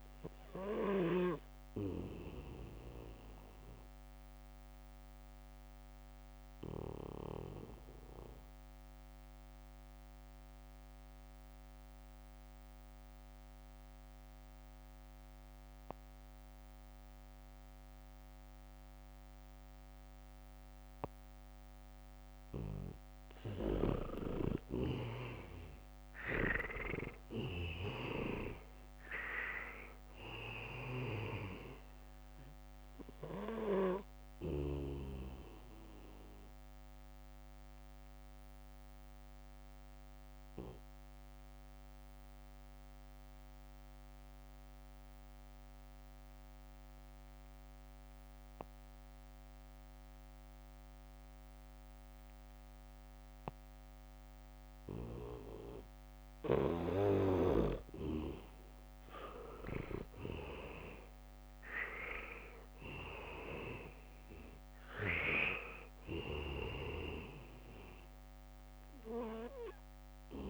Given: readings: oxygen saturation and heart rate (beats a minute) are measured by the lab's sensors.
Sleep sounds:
breathing in sleep by a microphone on the trachea; 2
0.00-17.50 s: oxygen desaturation (device-marked, oxygen 81% lowest, heart rate 69 extreme)
3.50-22.50 s: mixed apnea (oxygen 98% before, 80% lowest, heart rate 71 before, 70 extreme, up 2 after)
25.00-29.00 s: arousal
27.50-49.50 s: oxygen desaturation (device-marked, oxygen 98% before, 81% lowest, heart rate 71 before, 67 extreme)
35.00-56.00 s: mixed apnea (oxygen 98% before, 80% lowest, heart rate 71 before, 67 extreme, up 1 after)
53.50-70.50 s: oxygen desaturation (device-marked, oxygen 98% before, 80% lowest, heart rate 70 before, 66 extreme)
59.00-65.00 s: leg movement (device-marked)
60.00-64.50 s: arousal
From the record:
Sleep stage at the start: N2 (light sleep); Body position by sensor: on the back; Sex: male

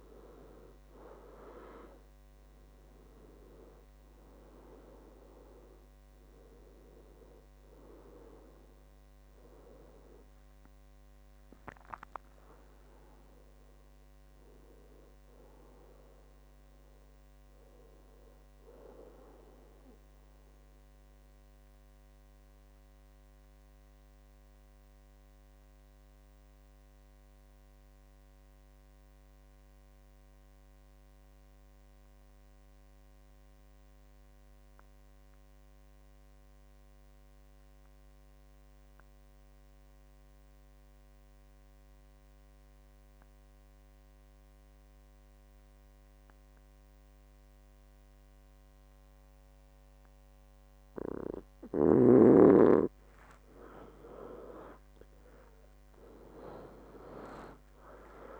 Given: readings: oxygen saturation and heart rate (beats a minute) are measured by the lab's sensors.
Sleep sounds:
breathing in sleep by a microphone on the trachea; 1
0.00-27.00 s: oxygen desaturation (device-marked, oxygen 91% lowest, heart rate 62 extreme)
20.00-51.50 s: obstructive apnea (oxygen 96% before, 89% lowest, heart rate 76 before, 61 extreme, up 18 after)
47.00-58.40 s: oxygen desaturation (device-marked, oxygen 98% before, 89% lowest, heart rate 63 before, 60 extreme)
57.00-58.40 s: arousal
From the record:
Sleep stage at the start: N2 (light sleep); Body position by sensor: on the back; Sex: male

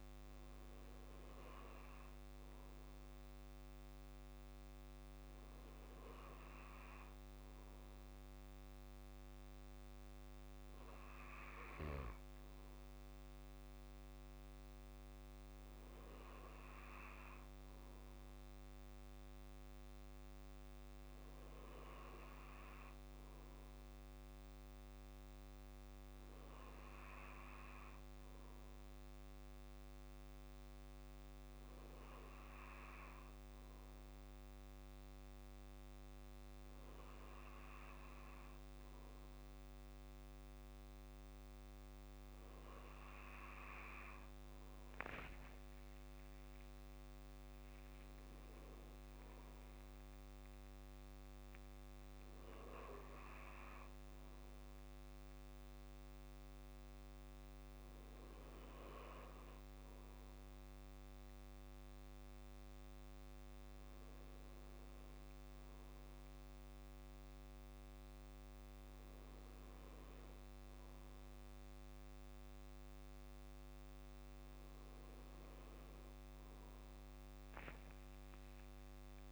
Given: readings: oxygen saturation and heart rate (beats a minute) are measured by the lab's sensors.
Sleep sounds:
breathing in sleep, hard to hear, by a microphone on the trachea; none
none scored
From the record:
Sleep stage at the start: N2 (light sleep); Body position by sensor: on the back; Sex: male

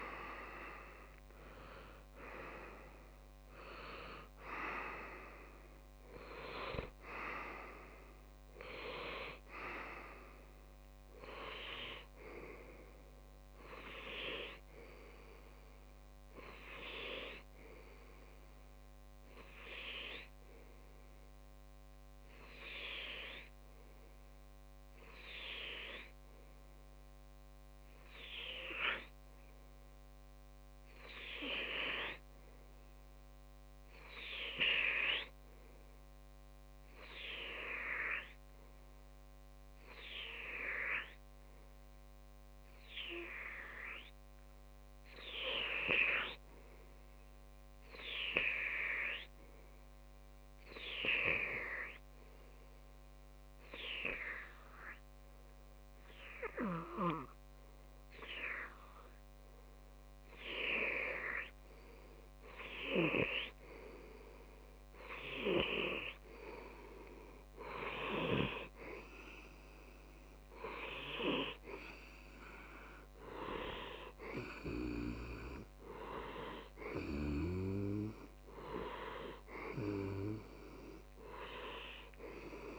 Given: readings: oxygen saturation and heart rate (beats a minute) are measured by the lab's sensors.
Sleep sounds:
breathing in sleep by a microphone on the trachea; 1
2.00-4.00 s: long interval between heartbeats (device-marked, heart rate 104 before, 79 extreme)
4.50-6.50 s: long interval between heartbeats (device-marked, heart rate 99 before, 70 extreme)
8.50-10.50 s: long interval between heartbeats (device-marked, heart rate 90 before, 54 extreme)
13.00-15.00 s: long interval between heartbeats (device-marked, heart rate 83 before, 73 extreme)
21.00-61.00 s: obstructive apnea (oxygen 95% before, 92% lowest, heart rate 67 before, 28 extreme)
21.50-23.50 s: long interval between heartbeats (device-marked, heart rate 65 before, 57 extreme)
26.50-28.50 s: long interval between heartbeats (device-marked, heart rate 61 before, 67 extreme)
30.50-32.50 s: long interval between heartbeats (device-marked, heart rate 64 before, 89 extreme)
34.50-36.50 s: long interval between heartbeats (device-marked, heart rate 68 before, 85 extreme)
41.50-57.50 s: tachycardia (device-marked, heart rate 93 before, 133 extreme)
47.00-49.00 s: long interval between heartbeats (device-marked, heart rate 81 before, 118 extreme)
49.00-51.00 s: long interval between heartbeats (device-marked, heart rate 86 before, 129 extreme)
51.00-53.00 s: long interval between heartbeats (device-marked, heart rate 91 before, 120 extreme)
54.00-56.00 s: long interval between heartbeats (device-marked, heart rate 97 before, 109 extreme)
56.00-58.00 s: long interval between heartbeats (device-marked, heart rate 100 before, 112 extreme)
58.00-60.00 s: long interval between heartbeats (device-marked, heart rate 104 before, 106 extreme)
62.00-64.00 s: long interval between heartbeats (device-marked, heart rate 113 before, 70 extreme)
63.00-66.00 s: arousal
64.00-66.00 s: long interval between heartbeats (device-marked, heart rate 111 before, 48 extreme)
71.50-81.50 s: tachycardia (device-marked, heart rate 88 before, 114 extreme)
72.50-74.50 s: long interval between heartbeats (device-marked, heart rate 77 before, 66 extreme)
75.00-77.00 s: long interval between heartbeats (device-marked, heart rate 71 before, 113 extreme)
78.50-80.50 s: long interval between heartbeats (device-marked, heart rate 71 before, 110 extreme)
From the record:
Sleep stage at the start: N2 (light sleep); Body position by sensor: on the back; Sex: male

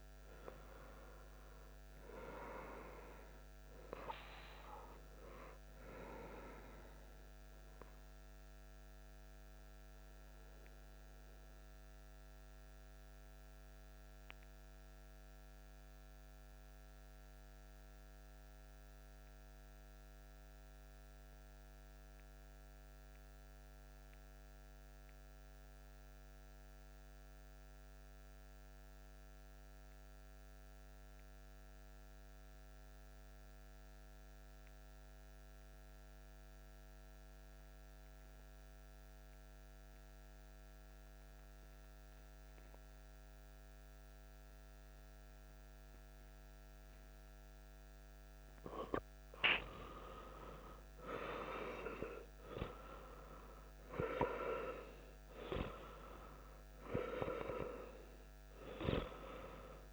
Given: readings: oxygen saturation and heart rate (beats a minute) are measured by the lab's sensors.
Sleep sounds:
breathing in sleep by a microphone on the trachea; 1
6.50-47.50 s: mixed apnea (oxygen 98% before, 90% lowest)
41.00-59.92 s: oxygen desaturation (device-marked, oxygen 97% before, 90% lowest)
49.00-53.00 s: arousal
From the record:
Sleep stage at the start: N2 (light sleep); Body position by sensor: on the back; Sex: male

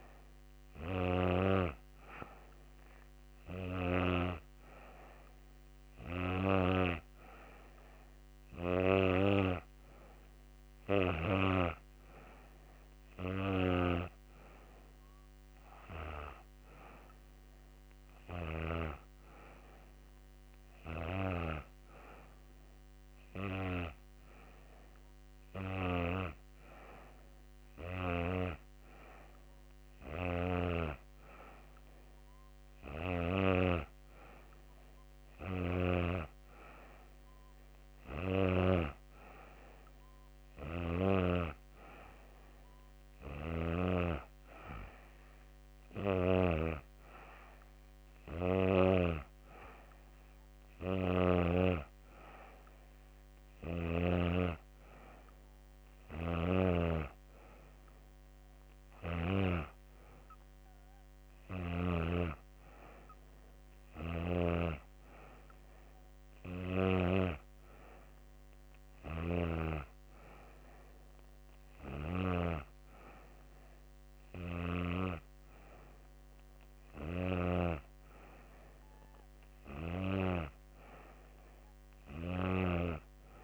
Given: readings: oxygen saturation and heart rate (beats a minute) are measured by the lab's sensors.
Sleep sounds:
breathing in sleep by a microphone on the trachea; none
none scored
From the record:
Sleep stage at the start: N2 (light sleep); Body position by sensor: on the back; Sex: female

